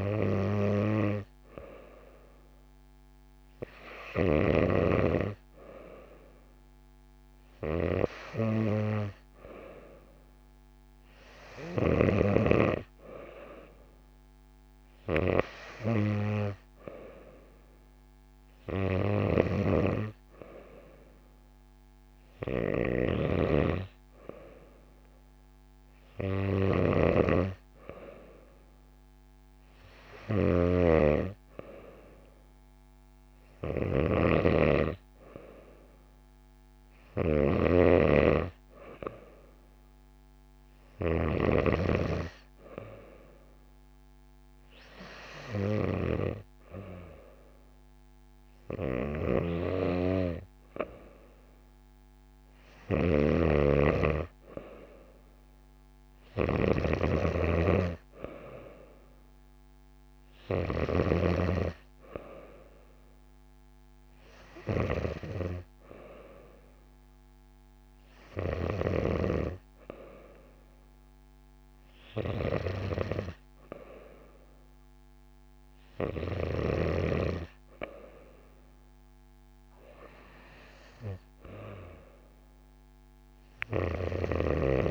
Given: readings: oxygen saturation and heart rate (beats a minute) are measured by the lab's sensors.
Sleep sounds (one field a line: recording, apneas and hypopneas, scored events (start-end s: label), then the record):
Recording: breathing in sleep by a microphone on the trachea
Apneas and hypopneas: none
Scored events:
63.00-67.50 s: arousal
From the record:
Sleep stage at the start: N2 (light sleep)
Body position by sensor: on the back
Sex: female